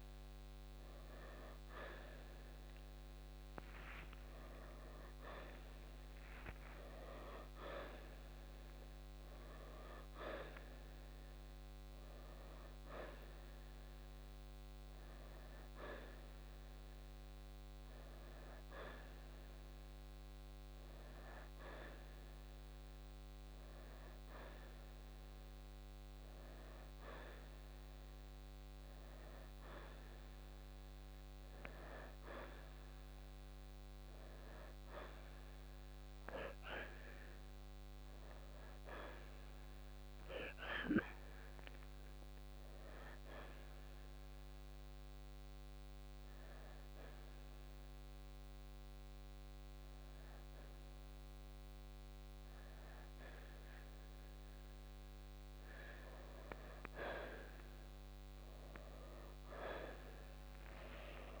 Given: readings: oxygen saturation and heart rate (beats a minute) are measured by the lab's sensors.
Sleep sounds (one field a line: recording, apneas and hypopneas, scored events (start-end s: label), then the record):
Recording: a person partly awake in a sleep study, by a microphone on the trachea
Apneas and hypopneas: 1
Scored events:
0.00-3.00 s: oxygen desaturation (device-marked, oxygen 87% lowest, heart rate 63 extreme)
11.00-61.40 s: new sleep stage, N2 (light sleep)
44.50-56.00 s: hypopnea (oxygen 93% before, 87% lowest, heart rate 69 before, 56 extreme, up 1 after)
From the record:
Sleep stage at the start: awake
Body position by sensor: on the right side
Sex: male